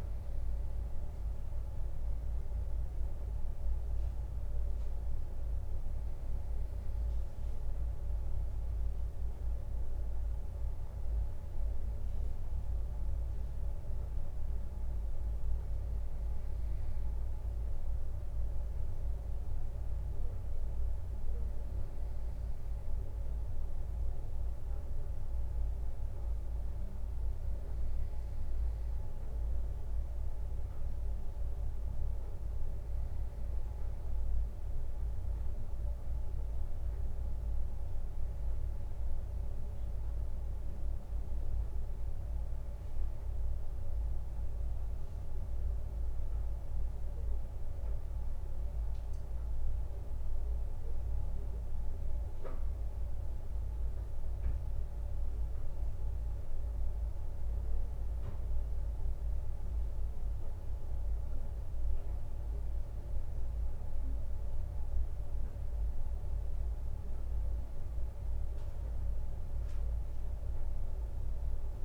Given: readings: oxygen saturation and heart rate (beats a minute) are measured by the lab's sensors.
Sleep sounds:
breathing in sleep, hard to hear, by a room microphone; none
none scored
From the record:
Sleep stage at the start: N2 (light sleep); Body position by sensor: on the right side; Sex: male

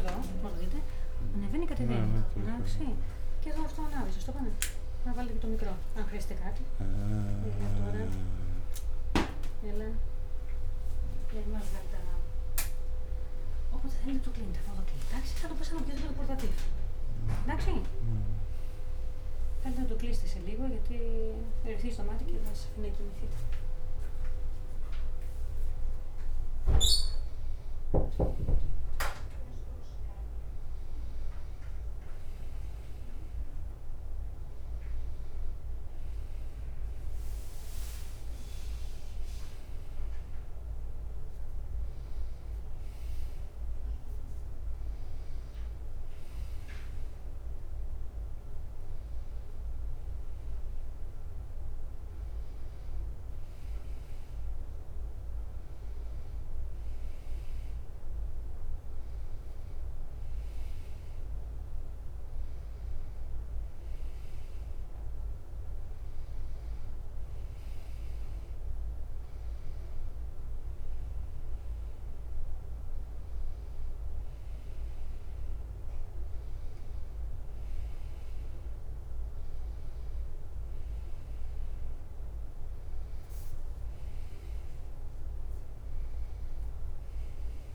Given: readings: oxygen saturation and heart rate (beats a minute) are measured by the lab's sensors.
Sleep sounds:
a person awake in a sleep study, by a room microphone; none
0.00-3.00 s: leg movement (device-marked)
14.00-20.00 s: leg movement (device-marked)
29.00-32.50 s: leg movement (device-marked)
33.00-34.50 s: leg movement (device-marked)
36.00-39.50 s: leg movement (device-marked)
45.00-48.50 s: leg movement (device-marked)
57.00-59.50 s: leg movement (device-marked)
68.50-72.00 s: leg movement (device-marked)
79.50-81.50 s: leg movement (device-marked)
From the record:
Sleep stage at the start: awake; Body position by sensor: on the back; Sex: male

